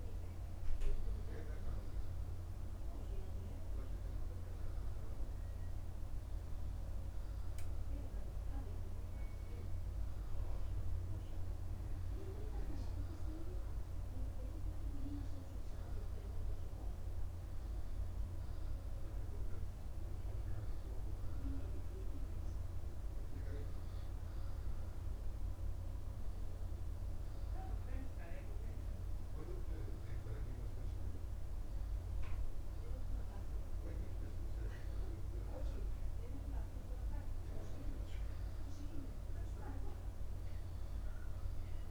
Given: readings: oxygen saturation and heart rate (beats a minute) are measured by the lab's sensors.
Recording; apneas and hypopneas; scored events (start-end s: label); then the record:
breathing in sleep by a room microphone; none
none scored
From the record:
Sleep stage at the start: N2 (light sleep); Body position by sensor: upright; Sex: male